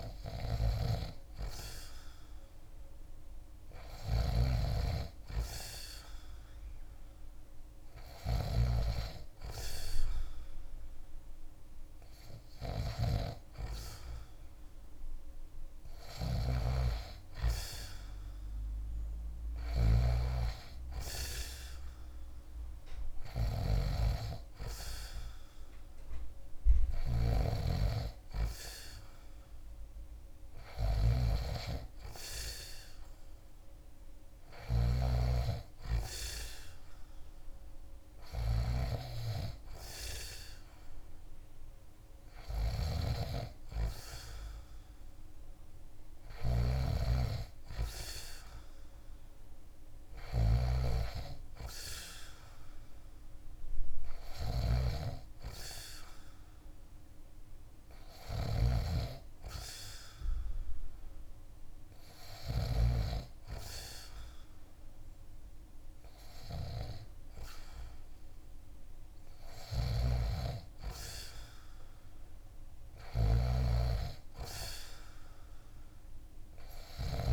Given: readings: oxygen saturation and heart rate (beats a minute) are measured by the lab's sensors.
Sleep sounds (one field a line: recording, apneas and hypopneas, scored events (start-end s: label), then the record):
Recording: breathing in sleep by a room microphone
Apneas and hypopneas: none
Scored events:
0.00-8.00 s: snoring (device-marked)
15.00-62.00 s: snoring (device-marked)
69.00-77.32 s: snoring (device-marked)
From the record:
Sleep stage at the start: N2 (light sleep)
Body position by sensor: on the back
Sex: male